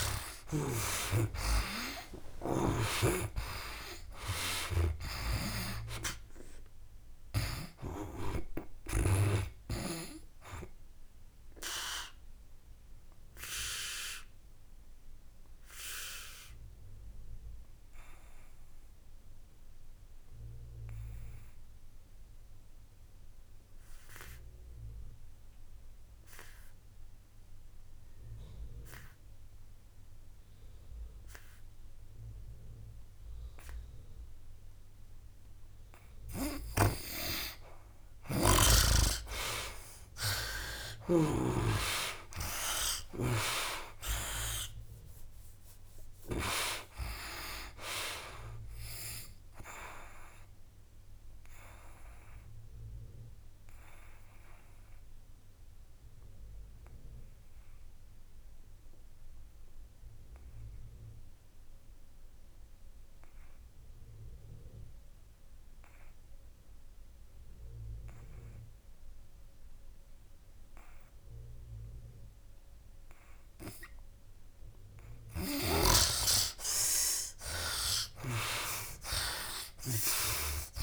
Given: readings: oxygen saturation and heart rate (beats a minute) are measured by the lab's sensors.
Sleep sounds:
breathing in sleep by a room microphone; 2
0.00-1.00 s: snoring (device-marked)
0.00-3.00 s: arousal
0.00-31.00 s: oxygen desaturation (device-marked, oxygen 73% lowest, heart rate 63 extreme)
1.00-3.00 s: long interval between heartbeats (device-marked, heart rate 66 before, 82 extreme)
3.00-7.50 s: snoring (device-marked)
11.50-35.50 s: obstructive apnea (oxygen 98% before, 73% lowest, heart rate 77 before, 63 extreme, up 12 after)
36.00-69.00 s: oxygen desaturation (device-marked, oxygen 98% before, 73% lowest, heart rate 66 before, 62 extreme)
36.50-41.50 s: snoring (device-marked)
39.00-43.00 s: arousal
52.00-75.00 s: obstructive apnea (oxygen 98% before, 73% lowest, heart rate 74 before, 62 extreme, up 14 after)
78.00-80.83 s: snoring (device-marked)
78.50-80.83 s: arousal
From the record:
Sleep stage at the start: N2 (light sleep); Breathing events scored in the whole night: 353 in 4.3 hours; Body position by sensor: on the back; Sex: male

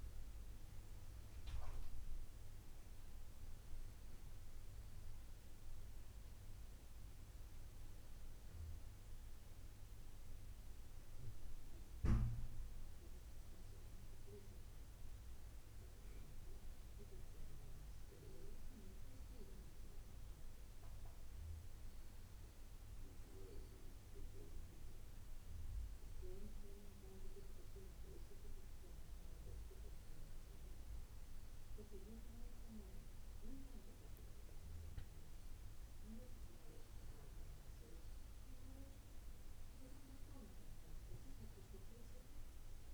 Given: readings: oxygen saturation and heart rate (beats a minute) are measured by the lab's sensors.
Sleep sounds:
breathing in sleep by a room microphone; 1
9.00-19.00 s: hypopnea (oxygen 96% before, 95% lowest, heart rate 69 before, 65 extreme, up 5 after)
21.00-25.50 s: arousal
21.00-42.94 s: new sleep stage, N1 (lightest sleep)
From the record:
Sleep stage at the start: N2 (light sleep); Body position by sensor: on the back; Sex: male

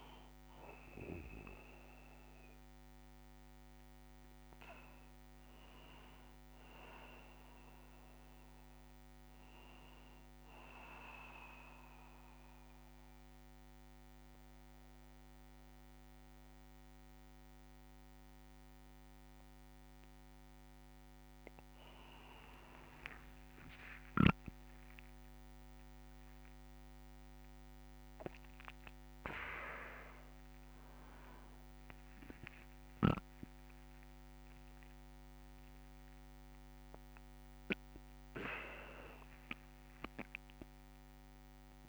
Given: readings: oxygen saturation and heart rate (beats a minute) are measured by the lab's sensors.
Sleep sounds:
a person partly awake in a sleep study, by a microphone on the trachea; 1
8.00-41.89 s: new sleep stage, N1 (lightest sleep)
11.00-21.50 s: central apnea (oxygen 99% before, 94% lowest, heart rate 76 before, 71 extreme, up 4 after)
23.00-27.50 s: arousal
From the record:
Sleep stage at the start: awake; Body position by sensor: on the back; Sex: male

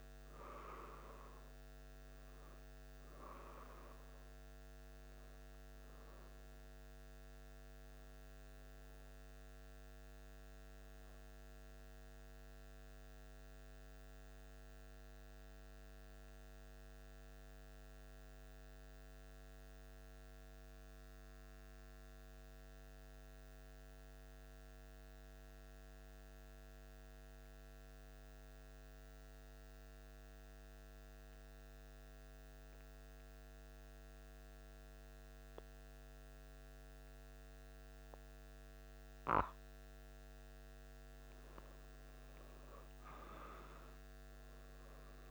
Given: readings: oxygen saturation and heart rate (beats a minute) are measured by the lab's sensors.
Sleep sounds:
breathing in sleep by a microphone on the trachea; 1
10.50-40.50 s: mixed apnea (oxygen 96% before, 93% lowest, heart rate 77 before, 75 extreme, up 0 after)
42.00-45.31 s: arousal
From the record:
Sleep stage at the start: N2 (light sleep); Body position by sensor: on the back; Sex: male

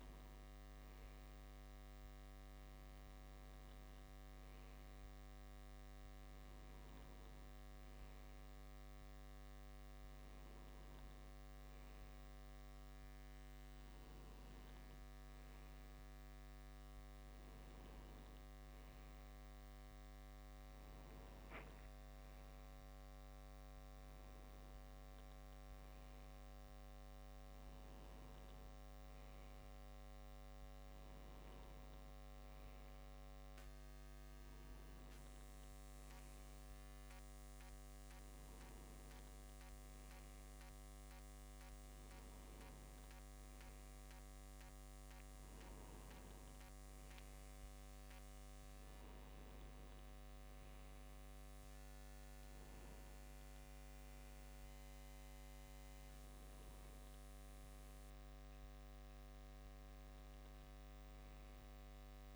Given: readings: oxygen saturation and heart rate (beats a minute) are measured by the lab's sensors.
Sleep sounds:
breathing in sleep, hard to hear, by a microphone on the trachea; none
32.50-37.50 s: bradycardia (device-marked, heart rate 62 before, 59 extreme)
From the record:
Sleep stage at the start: N2 (light sleep); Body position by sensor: on the left side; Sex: male

